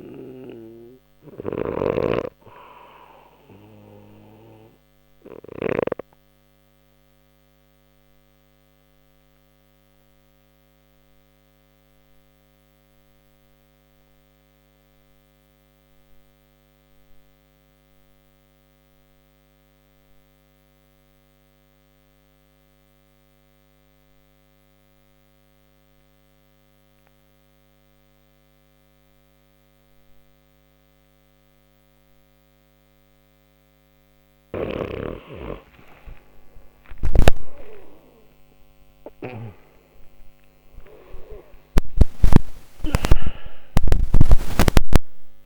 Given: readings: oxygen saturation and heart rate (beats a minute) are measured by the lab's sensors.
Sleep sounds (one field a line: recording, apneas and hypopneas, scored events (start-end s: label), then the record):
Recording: breathing in sleep by a microphone on the trachea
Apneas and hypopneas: 1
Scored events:
0.00-1.50 s: snoring (device-marked)
3.00-31.50 s: obstructive apnea (oxygen 96% before, 89% lowest, heart rate 64 before, 60 extreme, up 0 after)
34.50-40.50 s: arousal
40.00-45.45 s: oxygen desaturation (device-marked, oxygen 97% before, 92% lowest, heart rate 60 before, 59 extreme)
From the record:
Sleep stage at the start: REM sleep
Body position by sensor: on the back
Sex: male